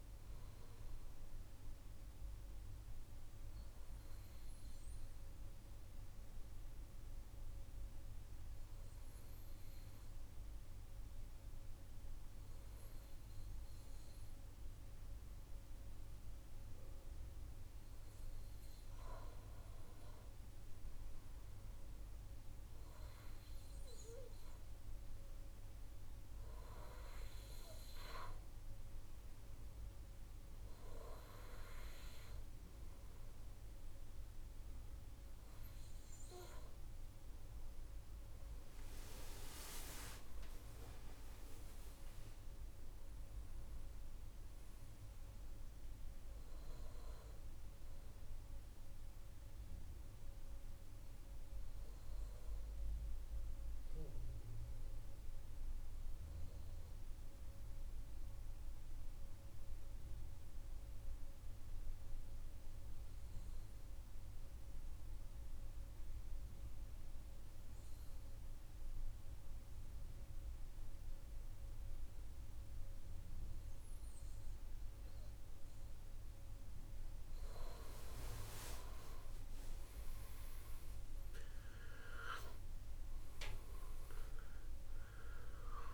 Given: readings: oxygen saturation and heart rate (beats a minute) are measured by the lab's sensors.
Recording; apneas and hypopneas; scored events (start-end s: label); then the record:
breathing in sleep by a room microphone; 2
5.50-18.50 s: obstructive apnea (oxygen 96% before, 92% lowest, heart rate 68 before, 65 extreme, up 4 after)
20.00-24.00 s: arousal
50.00-77.00 s: obstructive apnea (oxygen 96% before, 89% lowest, heart rate 69 before, 62 extreme, up 6 after)
72.00-85.94 s: oxygen desaturation (device-marked, oxygen 97% before, 89% lowest, heart rate 65 before, 62 extreme)
80.50-85.50 s: arousal
From the record:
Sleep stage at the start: N2 (light sleep); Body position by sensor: on the right side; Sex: male